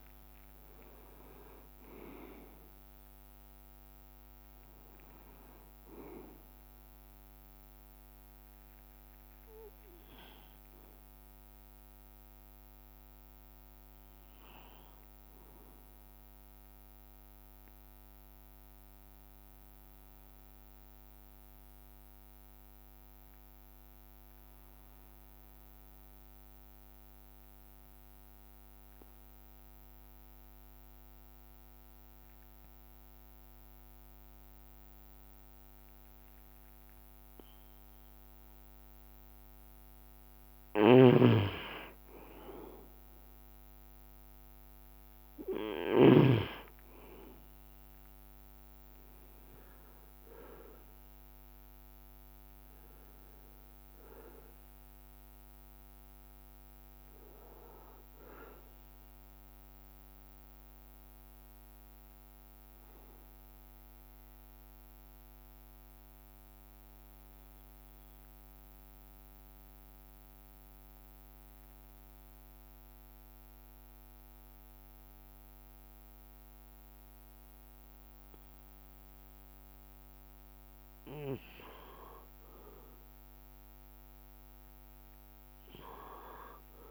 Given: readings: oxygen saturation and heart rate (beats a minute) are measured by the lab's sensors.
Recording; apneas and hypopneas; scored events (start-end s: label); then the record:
breathing in sleep by a microphone on the trachea; 2
0.00-2.00 s: arousal
0.00-24.50 s: oxygen desaturation (device-marked, oxygen 95% lowest)
0.00-26.50 s: bradycardia (device-marked)
4.00-6.00 s: long interval between heartbeats (device-marked)
10.00-15.00 s: leg movement (device-marked)
17.00-19.00 s: long interval between heartbeats (device-marked)
17.50-20.00 s: leg movement (device-marked)
17.50-40.00 s: obstructive apnea (oxygen 98% before, 93% lowest)
41.00-46.50 s: snoring (device-marked)
41.50-74.50 s: oxygen desaturation (device-marked, oxygen 98% before, 93% lowest)
42.00-47.00 s: arousal
42.50-68.50 s: bradycardia (device-marked)
49.50-51.50 s: leg movement (device-marked)
60.00-79.50 s: obstructive apnea (oxygen 98% before, 92% lowest)
73.50-80.00 s: leg movement (device-marked)
83.00-86.91 s: arousal
84.00-86.91 s: leg movement (device-marked)
From the record:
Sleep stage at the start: N2 (light sleep); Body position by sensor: on the back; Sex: male